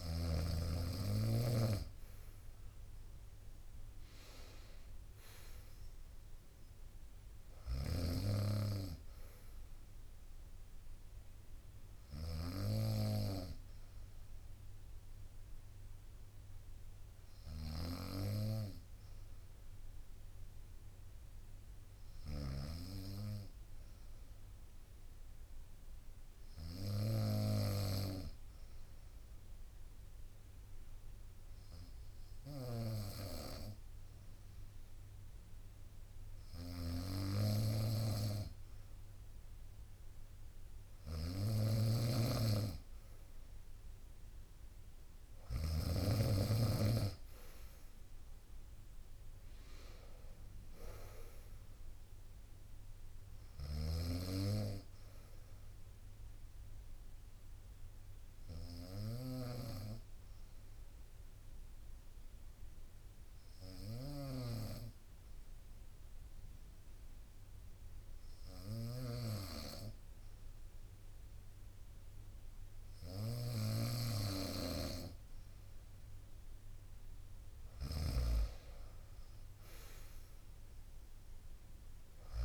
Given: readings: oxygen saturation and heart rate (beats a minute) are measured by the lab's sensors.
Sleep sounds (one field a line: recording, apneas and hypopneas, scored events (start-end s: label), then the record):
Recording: breathing in sleep by a room microphone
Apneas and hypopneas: 2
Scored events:
0.00-11.50 s: drop in pulse transit time (device-marked, heart rate 63 extreme)
3.50-7.50 s: arousal
7.00-45.50 s: snoring (device-marked)
13.00-34.50 s: hypopnea (oxygen 96% before, 93% lowest, heart rate 63 before, 60 extreme, up 1 after)
36.50-40.50 s: arousal
53.00-82.45 s: snoring (device-marked)
55.50-61.50 s: bradycardia (device-marked, heart rate 64 before, 58 extreme)
57.50-72.00 s: obstructive apnea (oxygen 96% before, 93% lowest, heart rate 64 before, 58 extreme, up 5 after)
74.50-78.50 s: arousal
76.50-82.45 s: drop in pulse transit time (device-marked, heart rate 60 before, 59 extreme)
80.50-82.45 s: oxygen desaturation (device-marked, oxygen 96% before, 93% lowest, heart rate 60 before, 58 extreme)
From the record:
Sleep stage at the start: N2 (light sleep)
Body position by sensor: on the right side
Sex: female